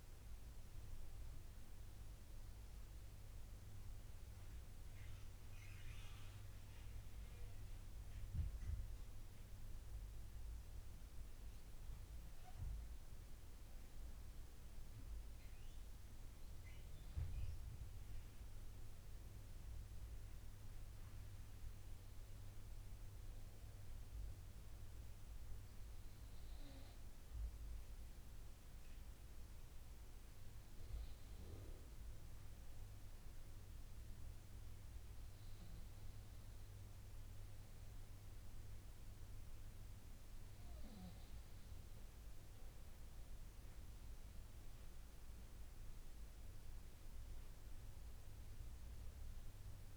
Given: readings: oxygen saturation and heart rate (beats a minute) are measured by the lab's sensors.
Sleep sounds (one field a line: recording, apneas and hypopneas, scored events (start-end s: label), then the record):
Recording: breathing in sleep, hard to hear, by a room microphone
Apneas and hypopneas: none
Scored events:
none scored
From the record:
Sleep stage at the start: N2 (light sleep)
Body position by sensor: on the front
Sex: male